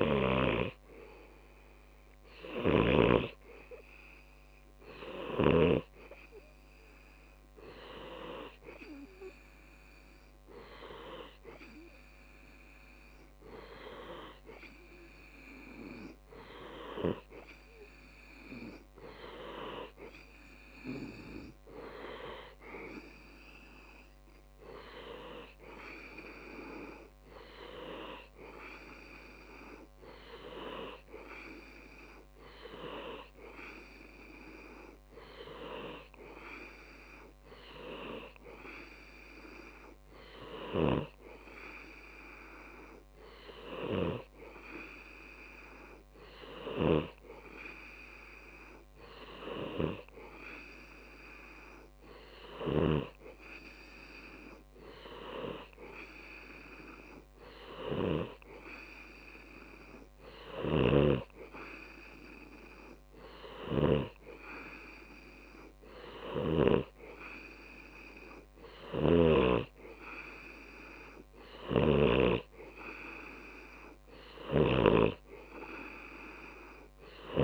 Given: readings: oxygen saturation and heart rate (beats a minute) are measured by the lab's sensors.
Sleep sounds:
breathing in sleep by a microphone on the trachea; none
2.00-77.44 s: new sleep stage, N3 (deep sleep)
3.00-5.00 s: oxygen desaturation (device-marked, oxygen 98% before, 96% lowest)
3.00-6.50 s: snoring (device-marked)
61.00-77.44 s: snoring (device-marked)
From the record:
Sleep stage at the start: N2 (light sleep); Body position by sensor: on the back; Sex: male

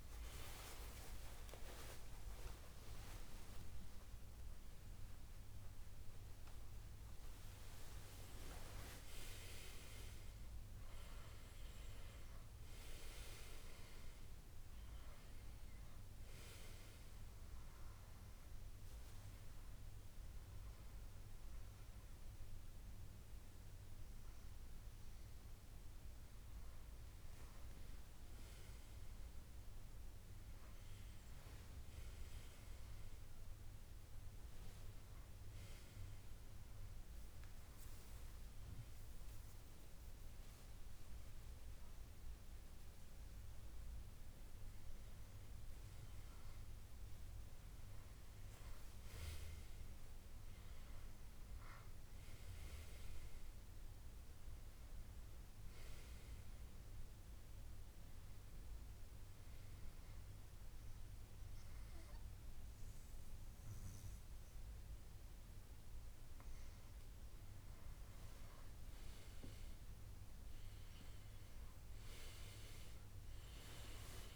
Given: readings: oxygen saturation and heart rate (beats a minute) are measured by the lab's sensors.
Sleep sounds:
a person partly awake in a sleep study, by a room microphone; 2
0.00-12.00 s: oxygen desaturation (device-marked, oxygen 91% lowest, heart rate 63 extreme)
1.00-7.00 s: tachycardia (device-marked, heart rate 73 before, 104 extreme)
4.50-6.50 s: long interval between heartbeats (device-marked, heart rate 78 before, 101 extreme)
10.00-74.36 s: new sleep stage, N2 (light sleep)
11.50-13.50 s: long interval between heartbeats (device-marked, heart rate 90 before, 90 extreme)
18.00-29.00 s: hypopnea (oxygen 96% before, 95% lowest, heart rate 93 before, 64 extreme, up 16 after)
30.50-33.50 s: arousal
45.00-49.00 s: arousal
57.00-69.00 s: hypopnea (oxygen 98% before, 94% lowest, heart rate 80 before, 68 extreme, up 12 after)
70.50-74.36 s: arousal
72.00-74.00 s: long interval between heartbeats (device-marked, heart rate 73 before, 76 extreme)
From the record:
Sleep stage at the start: awake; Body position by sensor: on the back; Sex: male

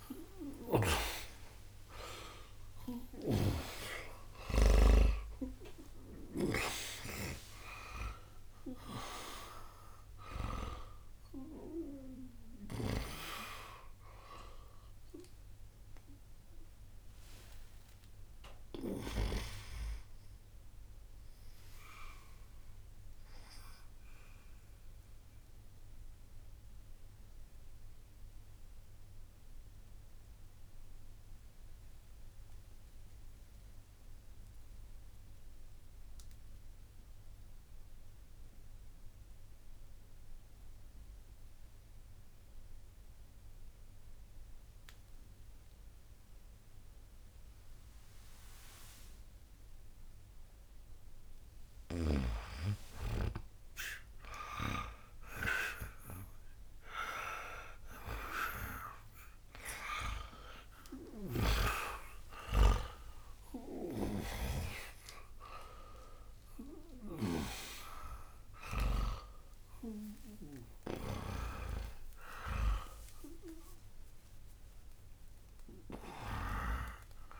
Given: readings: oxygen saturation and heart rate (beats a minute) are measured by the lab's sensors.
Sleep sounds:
breathing in sleep by a room microphone; 1
0.00-40.50 s: oxygen desaturation (device-marked, oxygen 77% lowest, heart rate 59 extreme)
2.50-6.00 s: snoring (device-marked)
17.00-21.00 s: arousal
25.50-52.00 s: obstructive apnea (oxygen 94% before, 77% lowest, heart rate 87 before, 60 extreme, up 4 after)
30.50-60.50 s: new sleep stage, N2 (light sleep)
53.00-56.50 s: arousal
59.50-77.40 s: oxygen desaturation (device-marked, oxygen 99% before, 87% lowest, heart rate 60 before, 58 extreme)
60.50-77.40 s: new sleep stage, N1 (lightest sleep)
66.50-71.00 s: snoring (device-marked)
71.00-75.50 s: arousal
From the record:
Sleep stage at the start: N1 (lightest sleep); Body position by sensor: on the right side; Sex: male

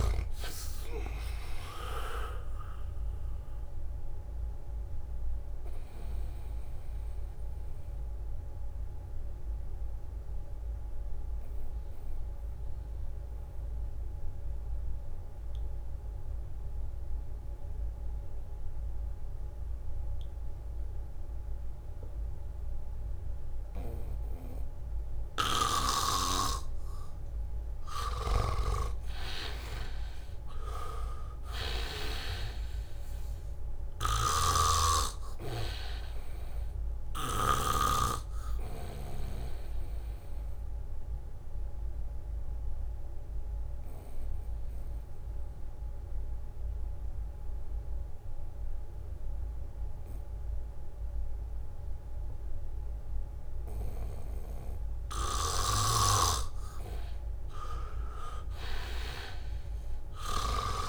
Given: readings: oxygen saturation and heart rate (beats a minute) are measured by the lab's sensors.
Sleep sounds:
breathing in sleep by a room microphone; 2
0.00-3.00 s: leg movement (device-marked)
0.00-24.00 s: oxygen desaturation (device-marked, oxygen 82% lowest, heart rate 72 extreme)
5.50-26.00 s: obstructive apnea (oxygen 98% before, 82% lowest, heart rate 76 before, 72 extreme, up 1 after)
26.00-49.00 s: oxygen desaturation (device-marked, oxygen 99% before, 82% lowest, heart rate 75 before, 75 extreme)
28.00-31.50 s: arousal
28.50-32.50 s: snoring (device-marked)
34.50-38.00 s: snoring (device-marked)
37.50-56.00 s: obstructive apnea (oxygen 99% before, 82% lowest, heart rate 76 before, 76 extreme, up 1 after)
56.00-60.89 s: snoring (device-marked)
58.00-60.89 s: arousal
58.00-60.89 s: oxygen desaturation (device-marked, oxygen 98% before, 83% lowest, heart rate 79 before, 76 extreme)
From the record:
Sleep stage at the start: N2 (light sleep); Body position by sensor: on the back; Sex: male

